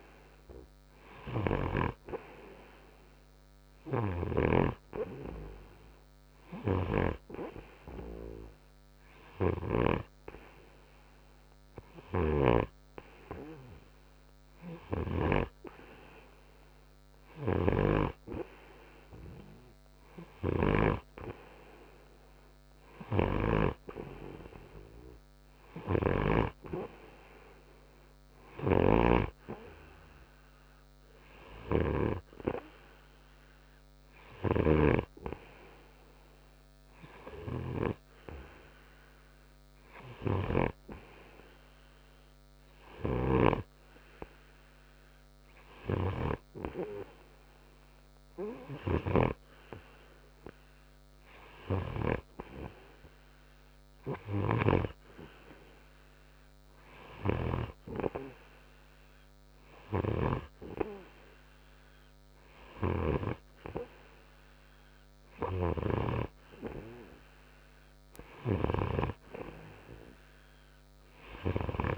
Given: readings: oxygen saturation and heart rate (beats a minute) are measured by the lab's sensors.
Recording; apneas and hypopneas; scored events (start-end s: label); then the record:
breathing in sleep by a microphone on the trachea; none
4.50-13.00 s: snoring (device-marked)
23.50-35.00 s: snoring (device-marked)
From the record:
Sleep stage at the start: N2 (light sleep); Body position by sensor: on the right side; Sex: male